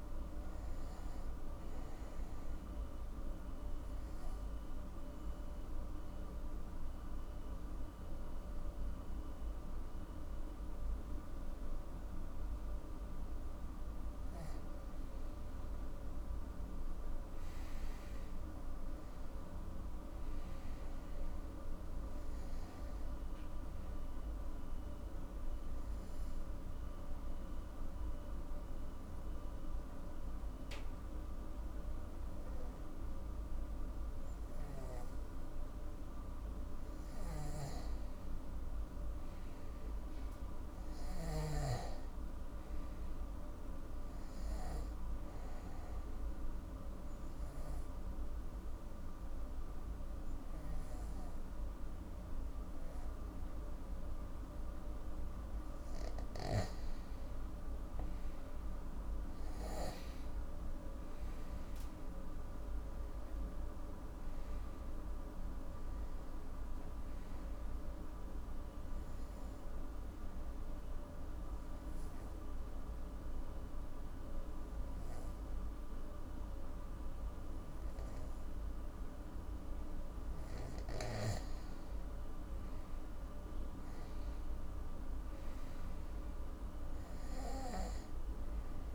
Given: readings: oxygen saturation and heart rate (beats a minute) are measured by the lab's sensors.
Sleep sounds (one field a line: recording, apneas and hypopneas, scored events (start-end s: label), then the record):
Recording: breathing in sleep, hard to hear, by a room microphone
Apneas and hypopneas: 4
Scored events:
0.00-1.50 s: arousal
3.00-15.00 s: obstructive apnea (oxygen 98% before, 93% lowest, heart rate 55 before, 47 extreme, up 18 after)
16.00-19.50 s: arousal
22.50-35.50 s: oxygen desaturation (device-marked, oxygen 98% before, 93% lowest, heart rate 55 before, 49 extreme)
24.50-37.00 s: obstructive apnea (oxygen 98% before, 91% lowest, heart rate 54 before, 49 extreme, up 9 after)
38.50-41.50 s: arousal
42.50-54.50 s: oxygen desaturation (device-marked, oxygen 99% before, 93% lowest, heart rate 58 before, 48 extreme)
45.00-55.50 s: obstructive apnea (oxygen 99% before, 91% lowest, heart rate 59 before, 48 extreme, up 20 after)
57.50-60.50 s: arousal
68.00-80.00 s: obstructive apnea (oxygen 99% before, 88% lowest, heart rate 59 before, 48 extreme, up 21 after)
81.50-85.50 s: arousal
86.50-88.95 s: oxygen desaturation (device-marked, oxygen 98% before, 91% lowest, heart rate 58 before, 49 extreme)
From the record:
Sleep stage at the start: N2 (light sleep)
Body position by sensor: on the back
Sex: male